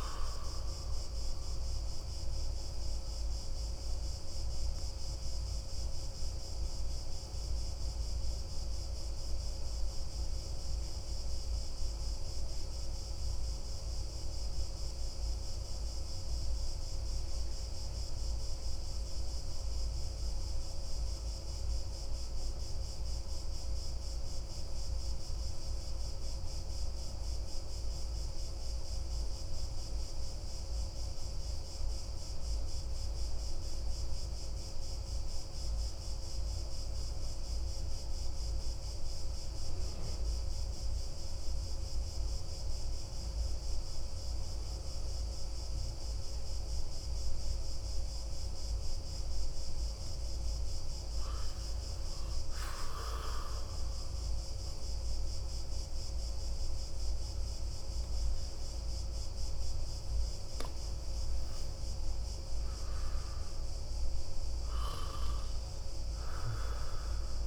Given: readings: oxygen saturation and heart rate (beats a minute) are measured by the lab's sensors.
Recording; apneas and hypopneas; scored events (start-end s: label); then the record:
breathing in sleep, hard to hear, by a room microphone; 1
0.00-12.00 s: oxygen desaturation (device-marked, oxygen 91% lowest)
1.00-49.00 s: obstructive apnea (oxygen 97% before, 90% lowest)
51.00-55.50 s: arousal
From the record:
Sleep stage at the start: N2 (light sleep); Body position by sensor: on the back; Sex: male